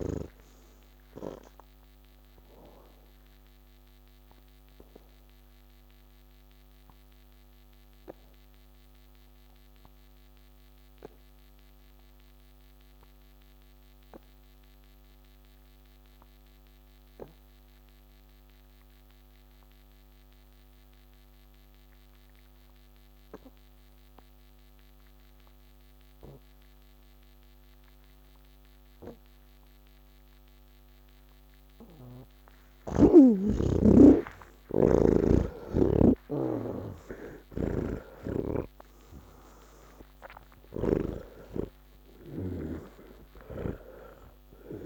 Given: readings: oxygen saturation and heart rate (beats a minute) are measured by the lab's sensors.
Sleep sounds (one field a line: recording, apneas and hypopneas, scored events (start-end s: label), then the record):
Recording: breathing in sleep by a microphone on the trachea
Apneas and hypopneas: 1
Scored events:
0.00-17.00 s: oxygen desaturation (device-marked, oxygen 97% before, 80% lowest)
4.50-30.50 s: obstructive apnea (oxygen 98% before, 80% lowest)
19.00-44.85 s: oxygen desaturation (device-marked, oxygen 99% before, 80% lowest)
38.00-41.50 s: snoring (device-marked)
From the record:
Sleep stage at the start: N1 (lightest sleep)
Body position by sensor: on the back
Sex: male